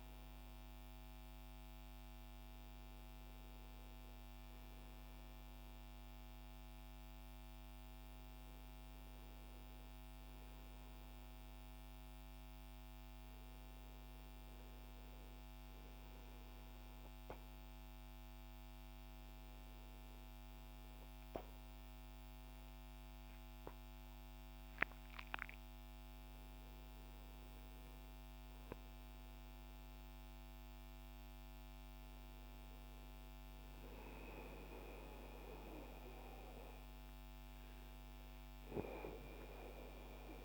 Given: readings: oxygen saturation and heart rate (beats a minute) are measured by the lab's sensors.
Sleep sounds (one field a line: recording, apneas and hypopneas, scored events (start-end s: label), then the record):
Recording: breathing in sleep by a microphone on the trachea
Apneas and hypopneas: none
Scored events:
0.00-4.00 s: oxygen desaturation (device-marked, oxygen 84% lowest, heart rate 68 extreme)
35.00-40.45 s: oxygen desaturation (device-marked, oxygen 96% before, 93% lowest, heart rate 76 before, 66 extreme)
38.00-40.45 s: new sleep stage, awake
From the record:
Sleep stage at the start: N1 (lightest sleep)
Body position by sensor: on the right side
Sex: male